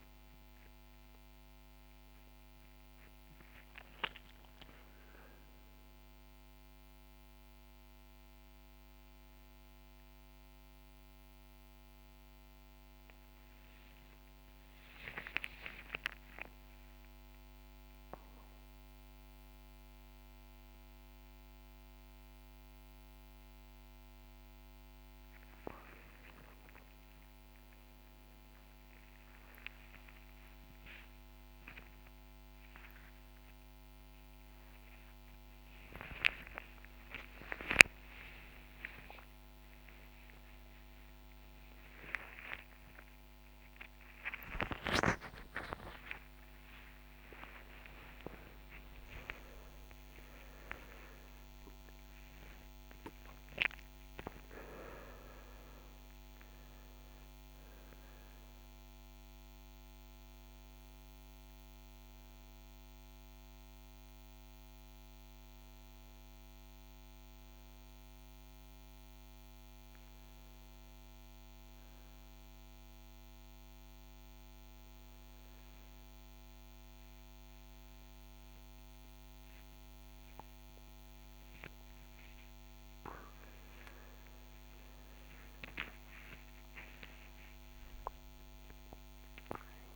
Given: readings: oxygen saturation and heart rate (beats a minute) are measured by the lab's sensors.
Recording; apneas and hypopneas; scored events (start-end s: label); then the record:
a person awake in a sleep study, by a microphone on the trachea; none
57.50-68.50 s: oxygen desaturation (device-marked, oxygen 98% before, 93% lowest)
From the record:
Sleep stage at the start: awake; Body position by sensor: on the front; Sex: male